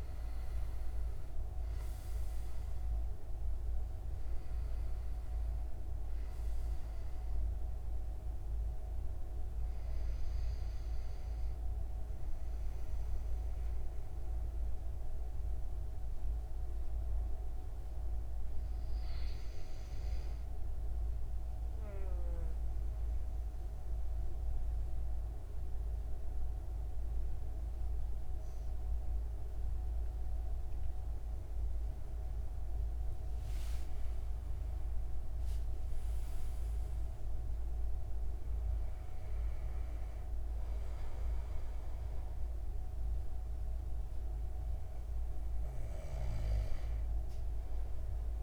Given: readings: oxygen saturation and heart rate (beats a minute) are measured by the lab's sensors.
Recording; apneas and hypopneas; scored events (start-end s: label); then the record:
breathing in sleep, hard to hear, by a room microphone; 1
0.00-11.00 s: oxygen desaturation (device-marked, oxygen 93% lowest, heart rate 49 extreme)
21.50-34.00 s: mixed apnea (oxygen 97% before, 94% lowest, heart rate 113 before, 57 extreme, up 24 after)
34.50-40.00 s: arousal
From the record:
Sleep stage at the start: N2 (light sleep); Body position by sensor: on the back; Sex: male